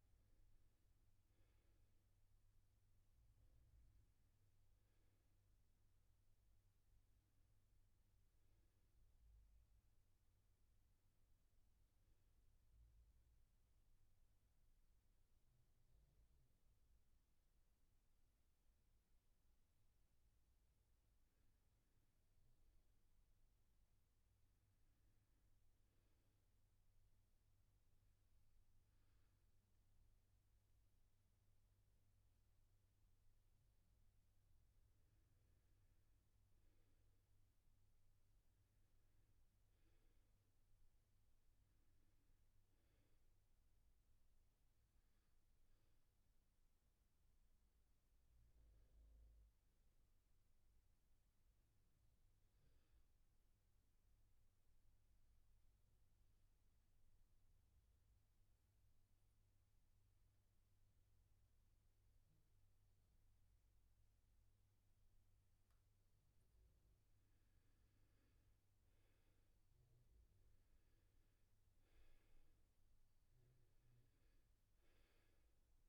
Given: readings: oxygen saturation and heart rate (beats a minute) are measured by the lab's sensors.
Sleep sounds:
breathing in sleep, hard to hear, by a room microphone; 2
0.00-9.50 s: oxygen desaturation (device-marked, oxygen 91% lowest, heart rate 64 extreme)
12.00-22.00 s: obstructive apnea (oxygen 99% before, 89% lowest, heart rate 94 before, 64 extreme, up 5 after)
23.50-26.50 s: arousal
27.50-39.50 s: oxygen desaturation (device-marked, oxygen 98% before, 94% lowest, heart rate 70 before, 63 extreme)
52.50-66.00 s: obstructive apnea (oxygen 98% before, 86% lowest, heart rate 70 before, 63 extreme, up 10 after)
68.00-71.50 s: arousal
68.50-75.89 s: oxygen desaturation (device-marked, oxygen 97% before, 86% lowest, heart rate 68 before, 63 extreme)
From the record:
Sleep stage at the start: N2 (light sleep); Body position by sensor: on the back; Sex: male

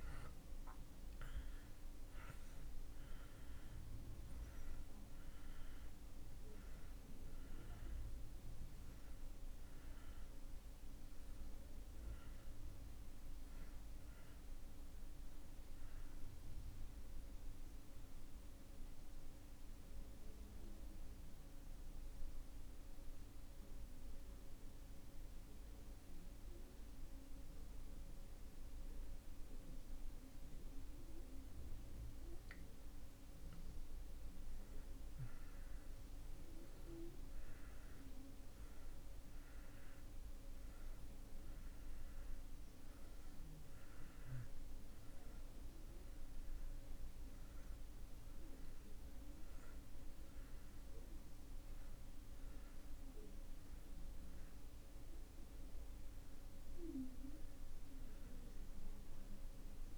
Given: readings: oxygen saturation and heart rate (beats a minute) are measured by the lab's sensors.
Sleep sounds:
breathing in sleep, hard to hear, by a room microphone; 1
0.00-28.50 s: oxygen desaturation (device-marked, oxygen 78% lowest)
16.00-32.50 s: mixed apnea (oxygen 96% before, 78% lowest)
34.00-39.00 s: arousal
47.50-59.98 s: oxygen desaturation (device-marked, oxygen 96% before, 83% lowest)
From the record:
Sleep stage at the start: N2 (light sleep); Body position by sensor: on the back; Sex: male

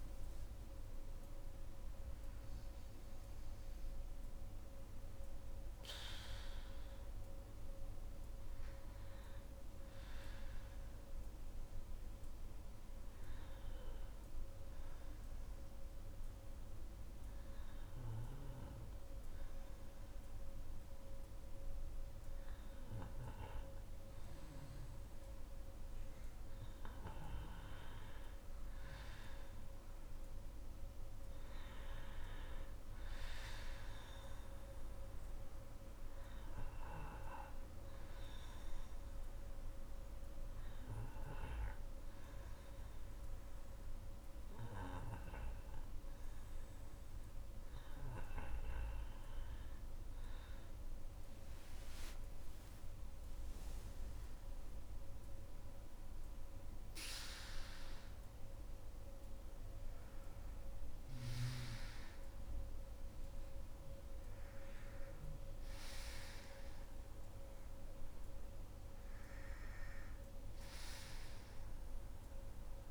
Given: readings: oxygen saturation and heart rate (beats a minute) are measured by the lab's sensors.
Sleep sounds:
breathing in sleep by a room microphone; 2
0.00-1.50 s: arousal
0.00-14.50 s: oxygen desaturation (device-marked, oxygen 92% lowest, heart rate 61 extreme)
10.00-25.50 s: obstructive apnea (oxygen 98% before, 92% lowest, heart rate 67 before, 63 extreme, up 5 after)
27.50-31.50 s: arousal
32.50-46.50 s: oxygen desaturation (device-marked, oxygen 97% before, 92% lowest, heart rate 64 before, 60 extreme)
33.00-48.00 s: obstructive apnea (oxygen 98% before, 91% lowest, heart rate 64 before, 60 extreme, up 8 after)
50.50-54.50 s: arousal
52.50-69.50 s: oxygen desaturation (device-marked, oxygen 96% before, 92% lowest, heart rate 68 before, 60 extreme)
From the record:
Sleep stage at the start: N2 (light sleep); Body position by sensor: on the back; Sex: female

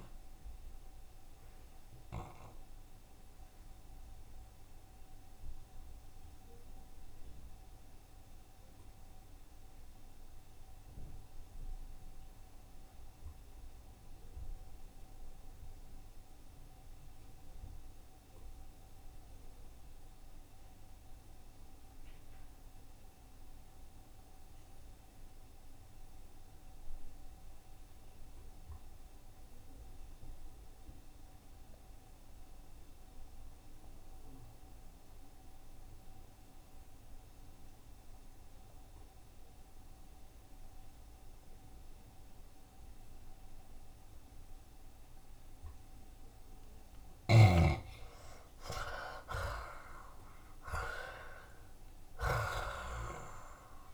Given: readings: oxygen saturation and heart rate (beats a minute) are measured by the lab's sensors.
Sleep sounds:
breathing in sleep by a room microphone; 1
0.00-2.00 s: long interval between heartbeats (device-marked, heart rate 75 before, 103 extreme)
0.00-2.50 s: tachycardia (device-marked, heart rate 116 extreme)
0.00-18.50 s: oxygen desaturation (device-marked, oxygen 66% lowest, heart rate 67 extreme)
3.00-45.50 s: obstructive apnea (oxygen 80% before, 65% lowest, heart rate 81 before, 67 extreme, up 13 after)
20.50-53.94 s: oxygen desaturation (device-marked, oxygen 91% before, 65% lowest, heart rate 80 before, 67 extreme)
34.00-36.00 s: long interval between heartbeats (device-marked, heart rate 70 before, 80 extreme)
36.50-38.50 s: long interval between heartbeats (device-marked, heart rate 72 before, 92 extreme)
39.50-41.50 s: long interval between heartbeats (device-marked, heart rate 76 before, 92 extreme)
42.50-44.50 s: long interval between heartbeats (device-marked, heart rate 79 before, 93 extreme)
45.50-50.50 s: tachycardia (device-marked, heart rate 72 before, 103 extreme)
47.50-49.50 s: long interval between heartbeats (device-marked, heart rate 85 before, 99 extreme)
48.00-52.00 s: arousal
From the record:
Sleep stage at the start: N2 (light sleep); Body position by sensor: on the back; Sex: male

